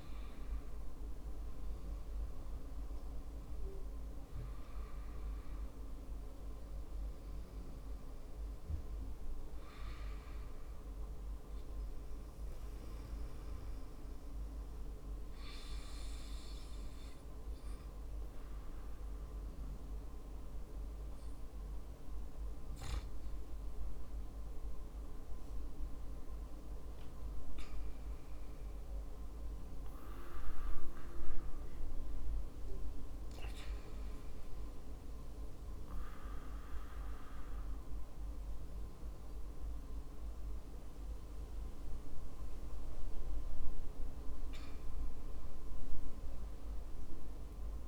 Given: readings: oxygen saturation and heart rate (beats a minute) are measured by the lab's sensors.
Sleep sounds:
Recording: breathing in sleep, hard to hear, by a room microphone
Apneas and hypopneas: 1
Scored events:
4.50-8.50 s: arousal
13.00-26.50 s: obstructive apnea (oxygen 96% before, 95% lowest, heart rate 63 before, 54 extreme, up 9 after)
28.00-31.50 s: arousal
From the record:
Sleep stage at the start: N2 (light sleep)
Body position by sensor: on the back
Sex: male

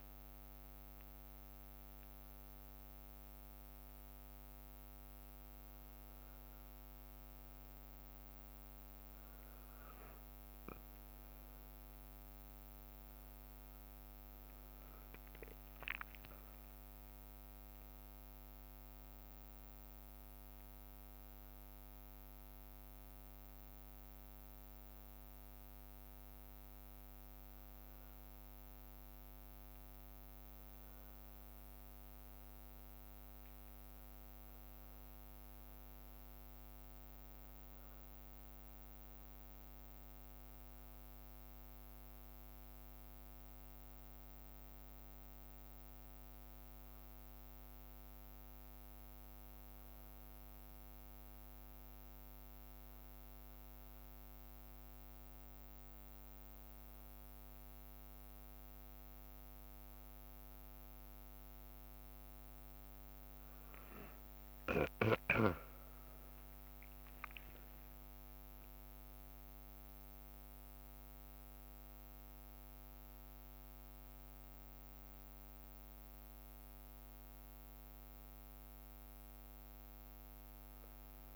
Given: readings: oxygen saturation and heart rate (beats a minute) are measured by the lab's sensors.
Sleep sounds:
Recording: a person awake in a sleep study, hard to hear, by a microphone on the trachea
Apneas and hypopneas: none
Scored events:
22.00-27.00 s: bradycardia (device-marked, heart rate 63 before, 59 extreme)
34.50-36.50 s: leg movement (device-marked)
41.00-43.00 s: bradycardia (device-marked, heart rate 63 before, 60 extreme)
From the record:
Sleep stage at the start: awake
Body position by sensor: on the back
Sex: male

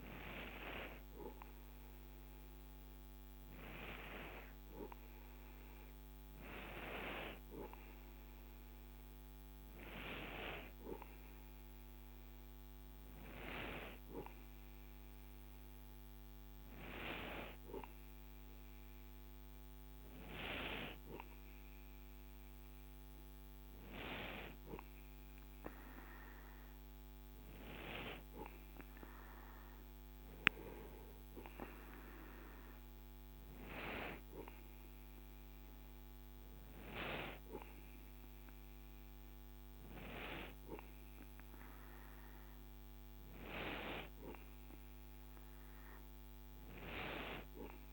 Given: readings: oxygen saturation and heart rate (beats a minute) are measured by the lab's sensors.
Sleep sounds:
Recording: breathing in sleep by a microphone on the trachea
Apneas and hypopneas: none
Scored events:
none scored
From the record:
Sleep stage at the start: N2 (light sleep)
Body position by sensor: on the right side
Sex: male

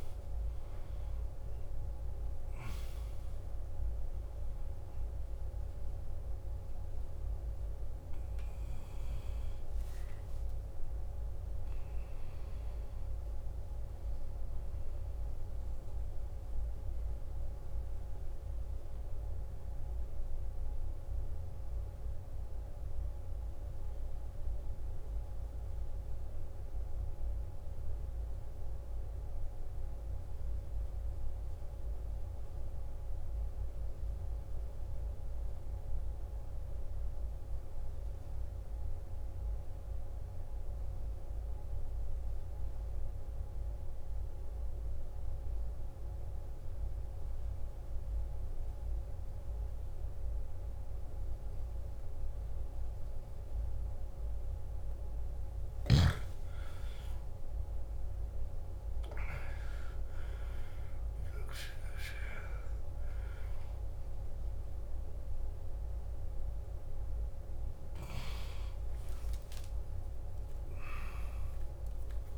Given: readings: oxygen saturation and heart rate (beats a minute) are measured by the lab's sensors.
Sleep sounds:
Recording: a person partly awake in a sleep study, hard to hear, by a room microphone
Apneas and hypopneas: 1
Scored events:
0.00-24.50 s: oxygen desaturation (device-marked, oxygen 89% lowest, heart rate 52 extreme)
18.00-55.00 s: obstructive apnea (oxygen 95% before, 88% lowest, heart rate 64 before, 52 extreme, up 14 after)
22.50-52.50 s: new sleep stage, N2 (light sleep)
44.50-72.38 s: oxygen desaturation (device-marked, oxygen 98% before, 90% lowest, heart rate 53 before, 51 extreme)
52.50-72.38 s: new sleep stage, awake
From the record:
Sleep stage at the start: N1 (lightest sleep)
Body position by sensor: on the back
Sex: male

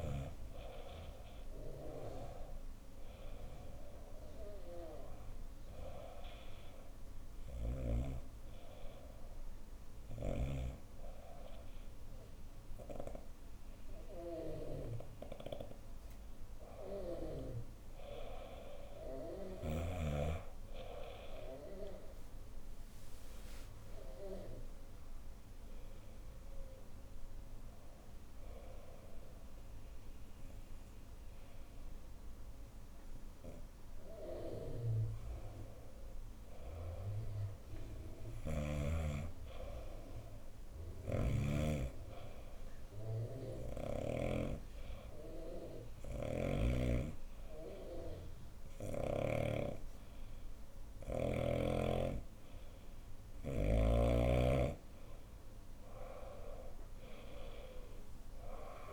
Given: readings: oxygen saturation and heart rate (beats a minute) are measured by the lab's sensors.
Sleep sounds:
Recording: breathing in sleep by a room microphone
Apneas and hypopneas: 2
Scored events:
0.00-8.00 s: oxygen desaturation (device-marked, oxygen 96% lowest, heart rate 72 extreme)
5.50-17.00 s: hypopnea (oxygen 99% before, 91% lowest, heart rate 68 before, 68 extreme, up 4 after)
17.00-21.50 s: arousal
21.00-35.00 s: oxygen desaturation (device-marked, oxygen 96% before, 91% lowest, heart rate 72 before, 68 extreme)
40.50-44.00 s: snoring (device-marked)
42.00-53.50 s: hypopnea (oxygen 97% before, 89% lowest, heart rate 72 before, 70 extreme, up 5 after)
44.00-58.93 s: oxygen desaturation (device-marked, oxygen 97% before, 91% lowest, heart rate 72 before, 70 extreme)
56.50-58.93 s: arousal
From the record:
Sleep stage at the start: N2 (light sleep)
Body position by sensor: on the right side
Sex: female

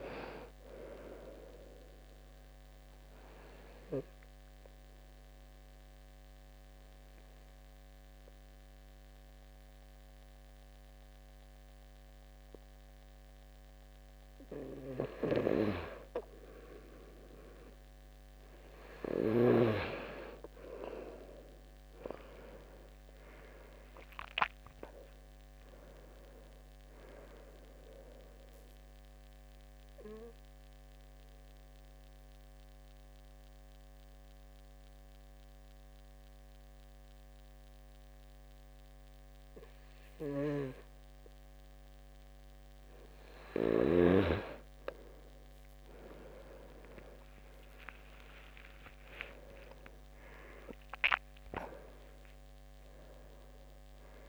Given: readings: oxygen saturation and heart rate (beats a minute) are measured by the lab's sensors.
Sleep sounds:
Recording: breathing in sleep by a microphone on the trachea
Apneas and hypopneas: 2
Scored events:
0.00-1.50 s: arousal
4.00-16.00 s: obstructive apnea (oxygen 96% before, 92% lowest, heart rate 71 before, 66 extreme, up 6 after)
18.00-27.00 s: oxygen desaturation (device-marked, oxygen 96% before, 92% lowest, heart rate 71 before, 66 extreme)
19.50-23.00 s: arousal
29.00-44.50 s: obstructive apnea (oxygen 96% before, 93% lowest, heart rate 74 before, 67 extreme, up 16 after)
48.00-53.00 s: arousal
From the record:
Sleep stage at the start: N2 (light sleep)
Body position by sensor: on the back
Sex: male

